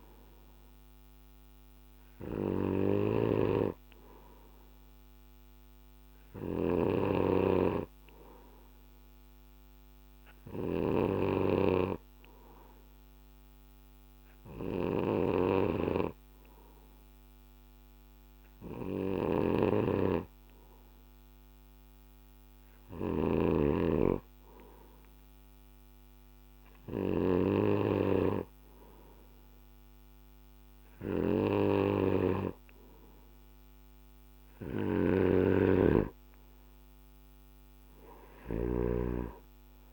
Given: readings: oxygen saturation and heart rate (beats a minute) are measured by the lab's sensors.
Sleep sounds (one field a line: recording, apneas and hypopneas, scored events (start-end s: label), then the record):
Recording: breathing in sleep by a microphone on the trachea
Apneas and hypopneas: none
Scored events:
6.00-21.00 s: oxygen desaturation (device-marked, oxygen 96% before, 91% lowest, heart rate 58 before, 57 extreme)
6.00-27.00 s: snoring (device-marked)
34.50-39.93 s: snoring (device-marked)
From the record:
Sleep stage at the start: N2 (light sleep)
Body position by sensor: on the back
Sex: male